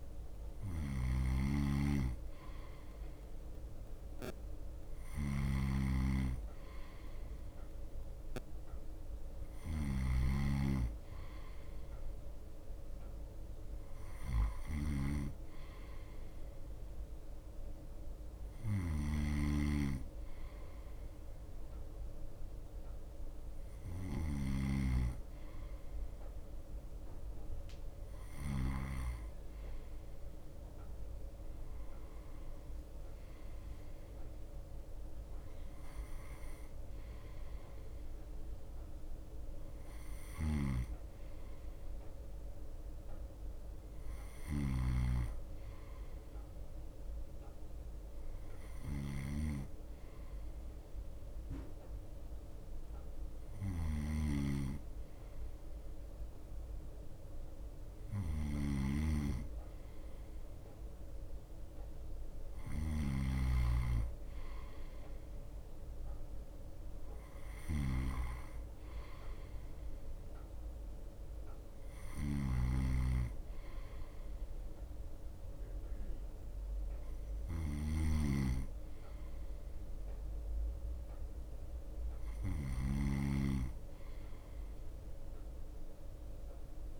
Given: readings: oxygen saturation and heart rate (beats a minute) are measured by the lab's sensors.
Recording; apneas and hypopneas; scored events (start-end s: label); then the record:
breathing in sleep by a room microphone; none
0.00-29.50 s: snoring (device-marked)
2.50-15.50 s: drop in pulse transit time (device-marked, heart rate 44 before, 30 extreme)
4.50-16.50 s: bradycardia (device-marked, heart rate 41 before, 30 extreme)
5.50-7.50 s: long interval between heartbeats (device-marked, heart rate 48 before, 61 extreme)
9.00-11.00 s: long interval between heartbeats (device-marked, heart rate 51 before, 52 extreme)
23.50-78.50 s: bradycardia (device-marked)
24.00-26.00 s: long interval between heartbeats (device-marked, heart rate 50 before, 60 extreme)
31.50-33.50 s: long interval between heartbeats (device-marked, heart rate 50 before, 55 extreme)
33.50-38.50 s: drop in pulse transit time (device-marked, heart rate 51 before, 36 extreme)
36.50-38.50 s: long interval between heartbeats (device-marked, heart rate 54 before, 36 extreme)
40.50-87.00 s: snoring (device-marked)
41.50-51.50 s: drop in pulse transit time (device-marked)
48.50-50.50 s: long interval between heartbeats (device-marked, heart rate 40 before, 47 extreme)
57.00-59.00 s: long interval between heartbeats (device-marked, heart rate 38 before, 54 extreme)
62.00-64.00 s: long interval between heartbeats (device-marked, heart rate 43 before, 35 extreme)
63.50-78.50 s: drop in pulse transit time (device-marked, heart rate 44 before, 25 extreme)
64.50-66.50 s: long interval between heartbeats (device-marked, heart rate 44 before, 31 extreme)
69.50-71.50 s: long interval between heartbeats (device-marked, heart rate 41 before, 39 extreme)
80.50-87.00 s: bradycardia (device-marked)
82.00-84.00 s: long interval between heartbeats (device-marked, heart rate 44 before, 60 extreme)
From the record:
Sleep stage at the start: N2 (light sleep); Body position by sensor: on the right side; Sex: male